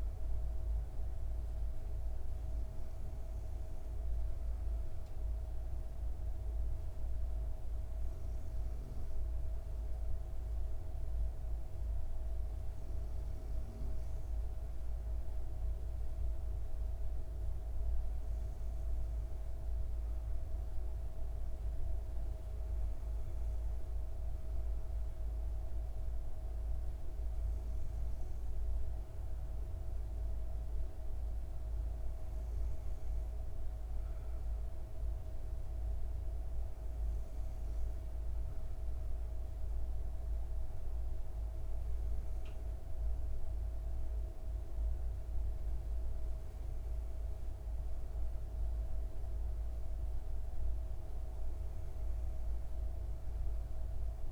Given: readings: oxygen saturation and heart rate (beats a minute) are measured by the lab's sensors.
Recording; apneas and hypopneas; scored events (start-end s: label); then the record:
breathing in sleep, hard to hear, by a room microphone; none
none scored
From the record:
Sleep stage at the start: N2 (light sleep); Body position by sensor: on the back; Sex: female